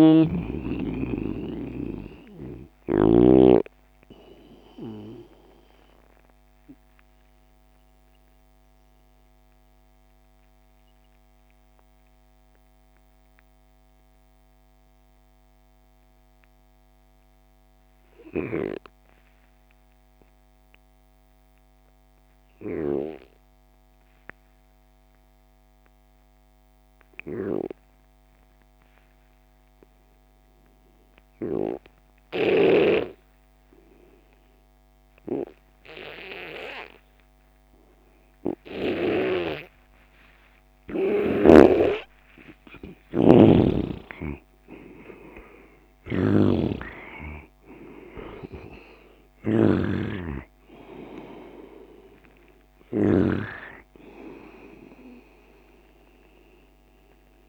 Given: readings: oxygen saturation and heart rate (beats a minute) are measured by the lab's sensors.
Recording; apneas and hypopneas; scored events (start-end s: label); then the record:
breathing in sleep by a microphone on the trachea; 1
0.00-3.00 s: snoring (device-marked)
0.00-18.00 s: oxygen desaturation (device-marked, oxygen 86% lowest)
6.50-42.00 s: mixed apnea (oxygen 97% before, 84% lowest)
34.00-57.49 s: oxygen desaturation (device-marked, oxygen 98% before, 84% lowest)
43.00-47.00 s: arousal
46.00-49.50 s: snoring (device-marked)
From the record:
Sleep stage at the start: N2 (light sleep); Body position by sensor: on the left side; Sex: male